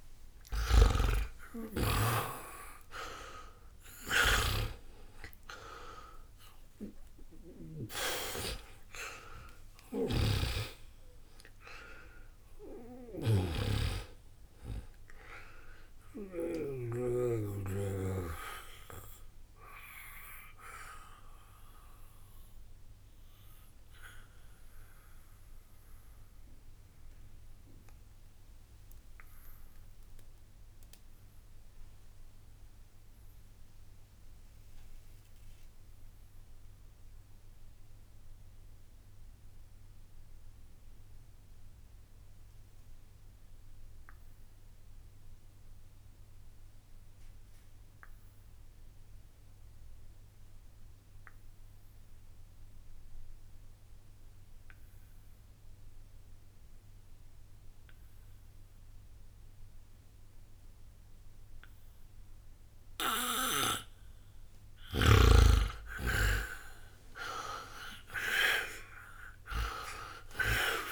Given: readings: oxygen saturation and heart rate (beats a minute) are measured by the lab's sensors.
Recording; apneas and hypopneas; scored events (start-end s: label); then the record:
breathing in sleep by a room microphone; 1
0.00-1.00 s: arousal
0.00-16.50 s: snoring (device-marked)
0.00-37.00 s: oxygen desaturation (device-marked, oxygen 74% lowest, heart rate 60 extreme)
16.50-62.50 s: obstructive apnea (oxygen 96% before, 74% lowest, heart rate 98 before, 60 extreme, up 1 after)
60.00-70.92 s: oxygen desaturation (device-marked, oxygen 99% before, 76% lowest, heart rate 60 before, 60 extreme)
From the record:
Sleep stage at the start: N2 (light sleep); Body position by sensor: on the back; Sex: male